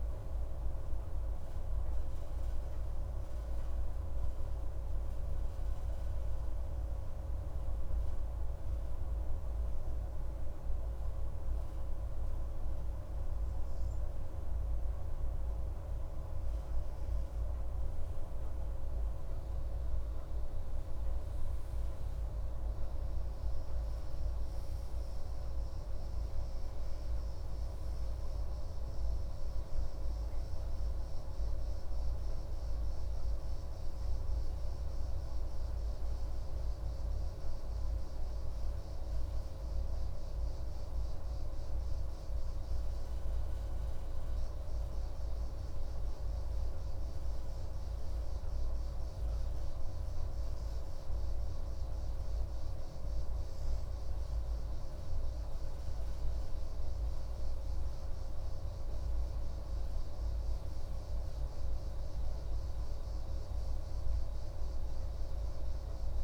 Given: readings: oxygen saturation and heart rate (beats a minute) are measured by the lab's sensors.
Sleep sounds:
breathing in sleep, hard to hear, by a room microphone; 2
0.50-16.00 s: hypopnea (oxygen 97% before, 94% lowest, heart rate 126 before, 70 extreme, up 36 after)
17.50-23.00 s: arousal
40.50-52.50 s: hypopnea (oxygen 97% before, 95% lowest, heart rate 118 before, 85 extreme)
55.50-61.00 s: arousal
From the record:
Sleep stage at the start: N2 (light sleep); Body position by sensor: on the right side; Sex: male

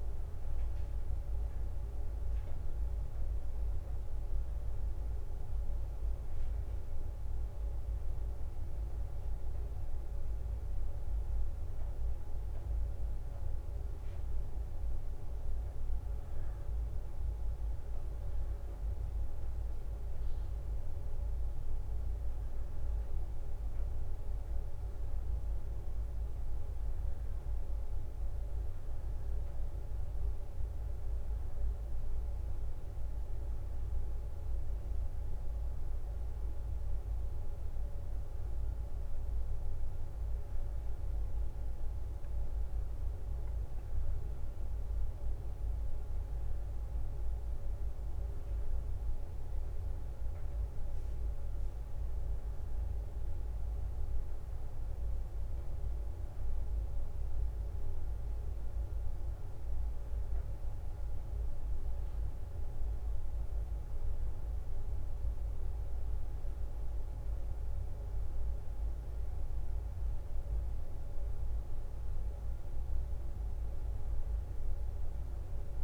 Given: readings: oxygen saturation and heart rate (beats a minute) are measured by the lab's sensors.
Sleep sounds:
a person awake in a sleep study, hard to hear, by a room microphone; 1
3.50-12.00 s: leg movement (device-marked)
3.50-13.50 s: hypopnea (oxygen 98% before, 92% lowest, heart rate 64 before, 61 extreme, up 3 after)
4.00-6.00 s: bradycardia (device-marked, heart rate 66 before, 63 extreme)
8.00-37.00 s: oxygen desaturation (device-marked, oxygen 97% before, 92% lowest, heart rate 63 before, 61 extreme)
13.50-20.00 s: leg movement (device-marked)
39.00-48.00 s: leg movement (device-marked)
42.00-54.00 s: drop in pulse transit time (device-marked, heart rate 62 before, 62 extreme)
49.00-55.50 s: leg movement (device-marked)
58.50-65.00 s: leg movement (device-marked)
67.50-73.00 s: leg movement (device-marked)
From the record:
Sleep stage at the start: awake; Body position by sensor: on the back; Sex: female

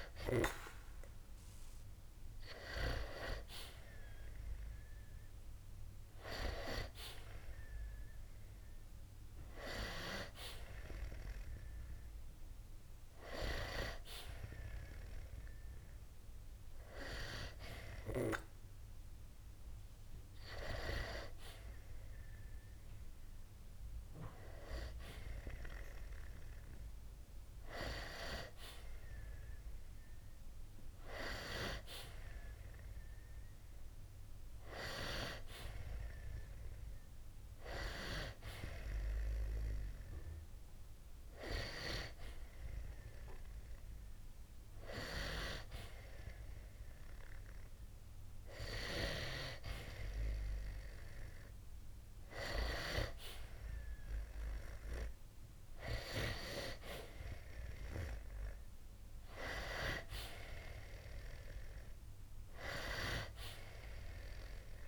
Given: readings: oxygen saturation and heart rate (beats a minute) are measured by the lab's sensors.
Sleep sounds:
breathing in sleep by a room microphone; none
63.00-64.88 s: arousal
From the record:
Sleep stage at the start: N2 (light sleep); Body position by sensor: on the back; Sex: male

